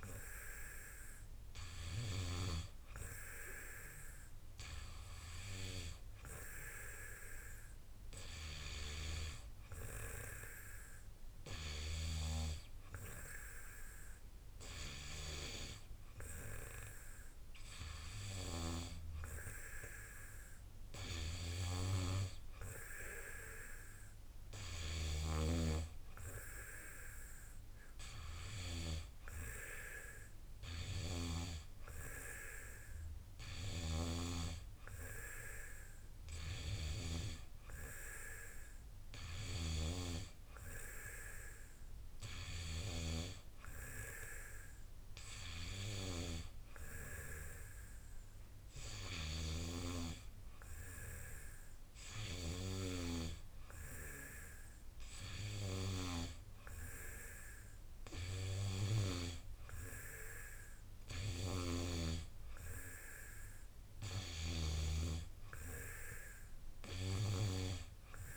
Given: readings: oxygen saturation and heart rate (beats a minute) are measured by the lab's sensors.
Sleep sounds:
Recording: breathing in sleep by a room microphone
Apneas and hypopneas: none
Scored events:
none scored
From the record:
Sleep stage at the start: N2 (light sleep)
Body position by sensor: on the back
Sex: male

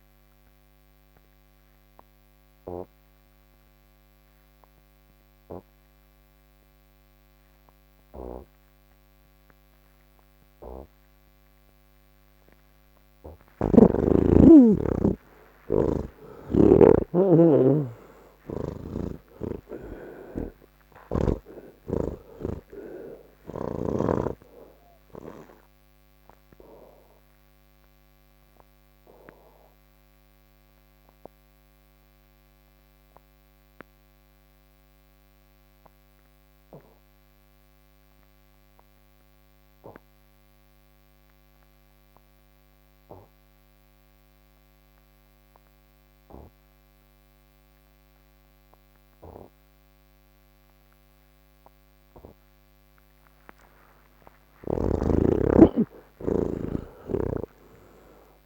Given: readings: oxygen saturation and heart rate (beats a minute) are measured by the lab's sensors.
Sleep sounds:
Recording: breathing in sleep by a microphone on the trachea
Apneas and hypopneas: none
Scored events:
0.00-2.50 s: oxygen desaturation (device-marked, oxygen 80% lowest, heart rate 65 extreme)
12.50-43.50 s: oxygen desaturation (device-marked, oxygen 98% before, 83% lowest, heart rate 92 before, 69 extreme)
22.50-52.50 s: new sleep stage, N1 (lightest sleep)
49.50-58.46 s: oxygen desaturation (device-marked, oxygen 98% before, 92% lowest, heart rate 70 before, 67 extreme)
52.50-58.46 s: new sleep stage, N3 (deep sleep)
From the record:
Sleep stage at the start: N3 (deep sleep)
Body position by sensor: on the back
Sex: male

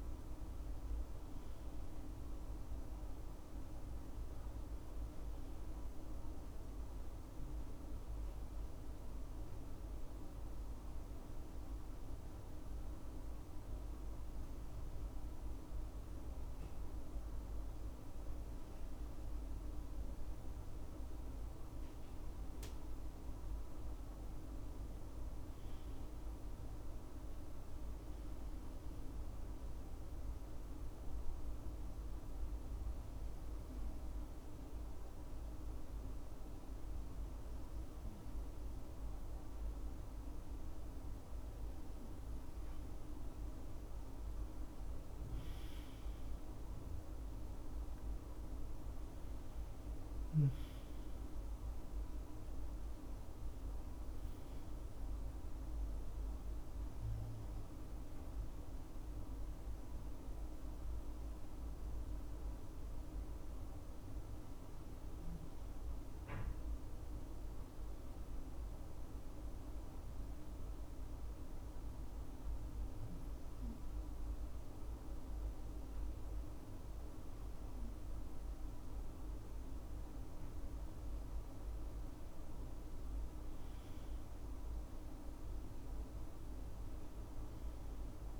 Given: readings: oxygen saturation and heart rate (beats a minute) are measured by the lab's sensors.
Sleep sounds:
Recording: breathing in sleep, hard to hear, by a room microphone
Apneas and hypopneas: 3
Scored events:
7.00-20.00 s: hypopnea (oxygen 98% before, 96% lowest, heart rate 69 before, 64 extreme, up 4 after)
23.00-26.00 s: arousal
29.50-42.00 s: obstructive apnea (oxygen 98% before, 96% lowest, heart rate 68 before, 62 extreme, up 12 after)
45.00-49.50 s: arousal
70.00-81.50 s: hypopnea (oxygen 97% before, 94% lowest, heart rate 67 before, 64 extreme, up 9 after)
83.00-86.50 s: arousal
From the record:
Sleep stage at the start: N2 (light sleep)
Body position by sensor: on the back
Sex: male

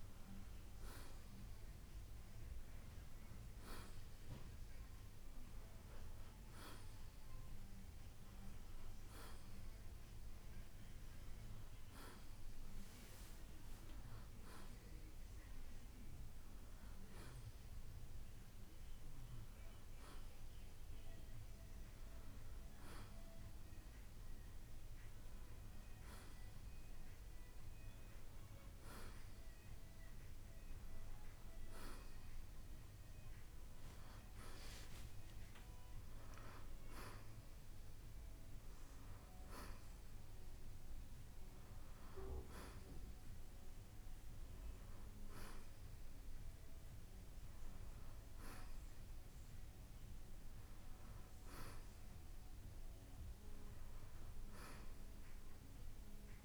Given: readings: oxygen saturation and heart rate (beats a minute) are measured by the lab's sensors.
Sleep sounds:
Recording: breathing in sleep by a room microphone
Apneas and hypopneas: none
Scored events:
54.50-56.45 s: new sleep stage, awake
From the record:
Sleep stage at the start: N1 (lightest sleep)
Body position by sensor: on the right side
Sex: male

